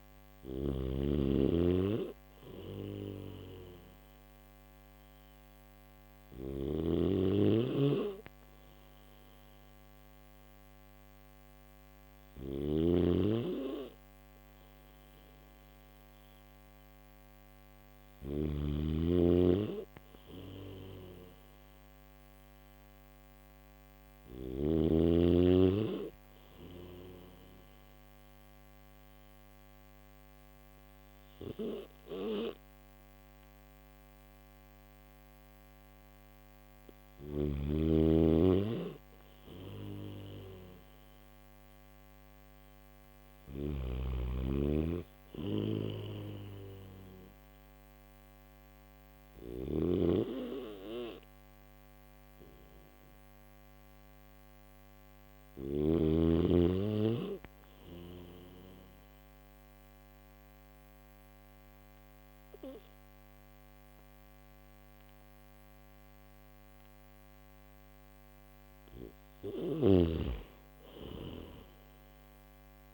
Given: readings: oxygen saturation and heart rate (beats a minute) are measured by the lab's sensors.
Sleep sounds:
breathing in sleep by a microphone on the trachea; none
0.00-24.00 s: snoring (device-marked)
36.50-43.00 s: snoring (device-marked)
45.00-49.00 s: snoring (device-marked)
69.00-72.94 s: snoring (device-marked)
From the record:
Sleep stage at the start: N3 (deep sleep); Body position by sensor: on the back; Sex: male

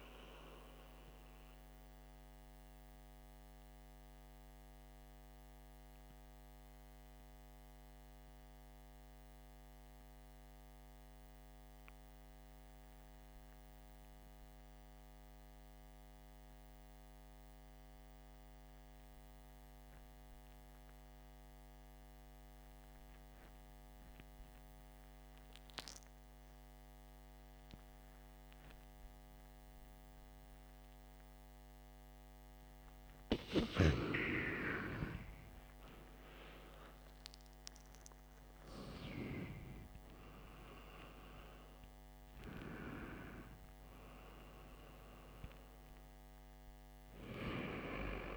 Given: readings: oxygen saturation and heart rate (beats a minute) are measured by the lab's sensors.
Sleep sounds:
breathing in sleep by a microphone on the trachea; 1
3.00-33.00 s: mixed apnea (oxygen 93% before, 88% lowest, heart rate 63 before, 48 extreme, up 19 after)
36.50-42.00 s: arousal
From the record:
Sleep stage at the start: REM sleep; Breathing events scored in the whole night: 252 in 4.3 hours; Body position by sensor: on the back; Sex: male

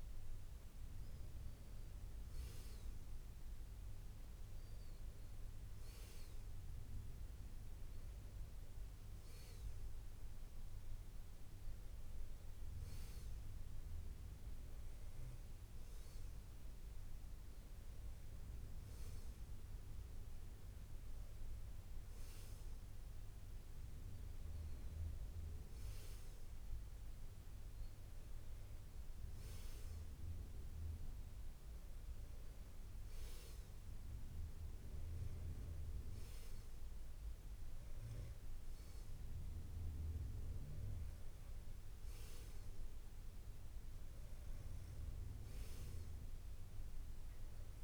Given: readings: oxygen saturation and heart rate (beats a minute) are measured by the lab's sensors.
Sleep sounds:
breathing in sleep, hard to hear, by a room microphone; none
none scored
From the record:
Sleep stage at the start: N2 (light sleep); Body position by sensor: on the back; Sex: male

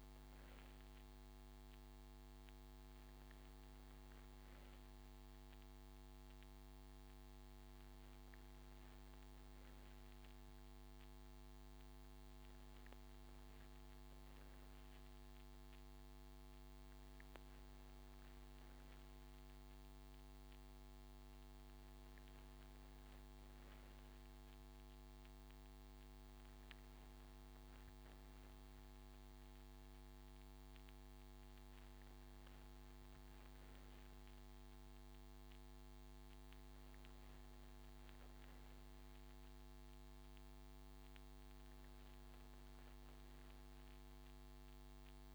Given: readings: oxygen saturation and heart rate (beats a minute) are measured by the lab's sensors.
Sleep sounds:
breathing in sleep, hard to hear, by a microphone on the trachea; none
none scored
From the record:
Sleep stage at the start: N2 (light sleep); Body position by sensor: on the right side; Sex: male

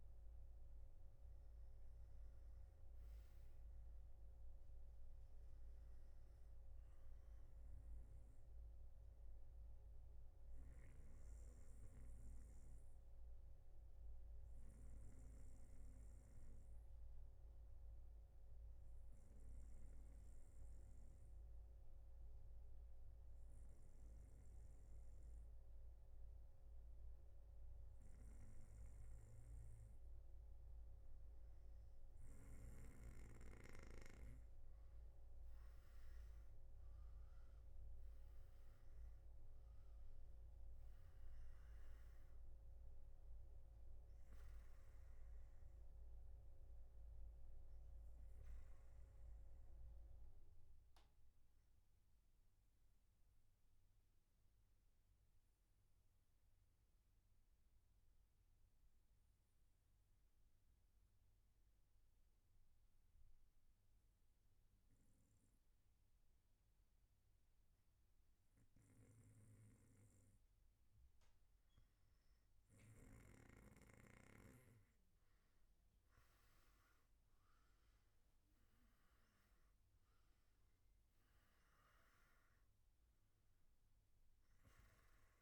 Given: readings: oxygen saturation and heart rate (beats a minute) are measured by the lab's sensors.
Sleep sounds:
breathing in sleep, hard to hear, by a room microphone; 2
12.50-29.50 s: obstructive apnea (oxygen 96% before, 93% lowest, heart rate 120 before, 108 extreme, up 1 after)
53.00-72.00 s: obstructive apnea (oxygen 95% before, 93% lowest, heart rate 117 before, 108 extreme, up 8 after)
57.00-70.00 s: oxygen desaturation (device-marked, oxygen 96% before, 93% lowest, heart rate 118 before, 108 extreme)
From the record:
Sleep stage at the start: N3 (deep sleep); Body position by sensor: on the back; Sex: male

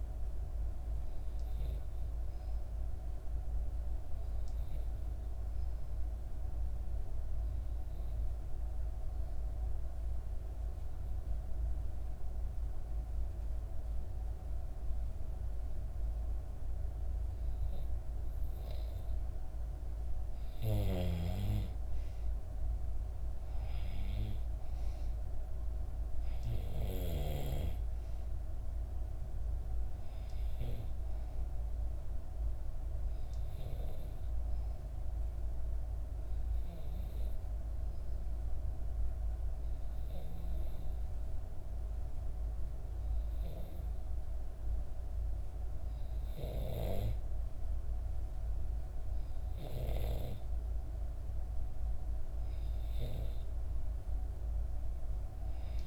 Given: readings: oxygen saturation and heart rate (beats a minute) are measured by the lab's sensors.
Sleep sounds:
breathing in sleep by a room microphone; 2
0.00-6.00 s: oxygen desaturation (device-marked, oxygen 92% lowest, heart rate 58 extreme)
1.50-18.50 s: obstructive apnea (oxygen 96% before, 90% lowest, heart rate 62 before, 58 extreme, up 4 after)
20.50-24.00 s: arousal
23.00-41.00 s: oxygen desaturation (device-marked, oxygen 96% before, 90% lowest, heart rate 59 before, 58 extreme)
32.50-44.50 s: obstructive apnea (oxygen 96% before, 90% lowest, heart rate 61 before, 58 extreme, up 1 after)
47.00-51.00 s: arousal
From the record:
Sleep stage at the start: N2 (light sleep); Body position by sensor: on the back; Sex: female

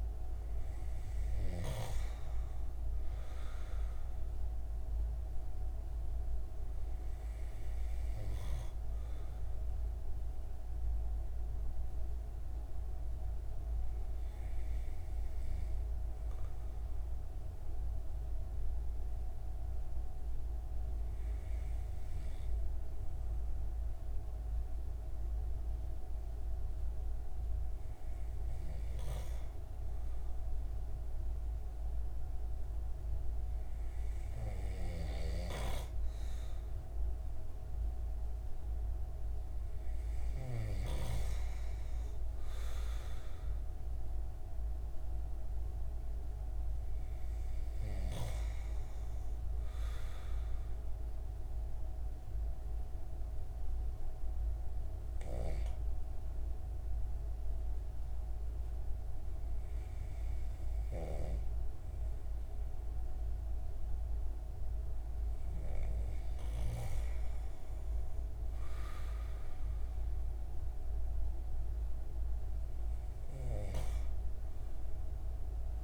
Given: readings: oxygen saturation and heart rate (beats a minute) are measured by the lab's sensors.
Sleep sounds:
breathing in sleep by a room microphone; 1
0.00-13.50 s: oxygen desaturation (device-marked, oxygen 93% lowest)
11.50-26.00 s: hypopnea (oxygen 97% before, 93% lowest)
28.50-32.50 s: arousal
From the record:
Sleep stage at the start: N2 (light sleep); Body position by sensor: on the right side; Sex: male

